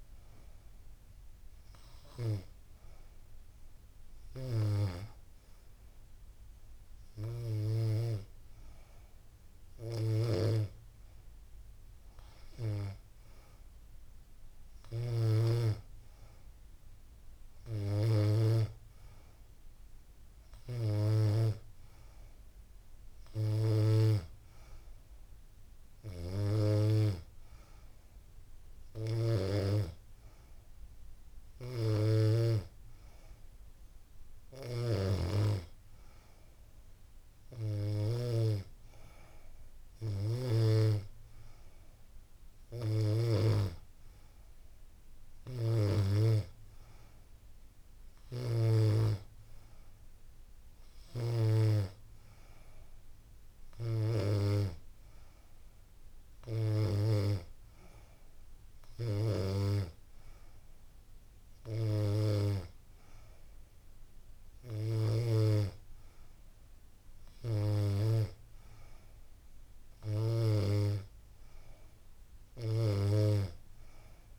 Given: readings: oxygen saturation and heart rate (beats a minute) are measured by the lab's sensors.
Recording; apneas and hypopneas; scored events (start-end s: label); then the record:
breathing in sleep by a room microphone; none
none scored
From the record:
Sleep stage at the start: N2 (light sleep); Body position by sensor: on the back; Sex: female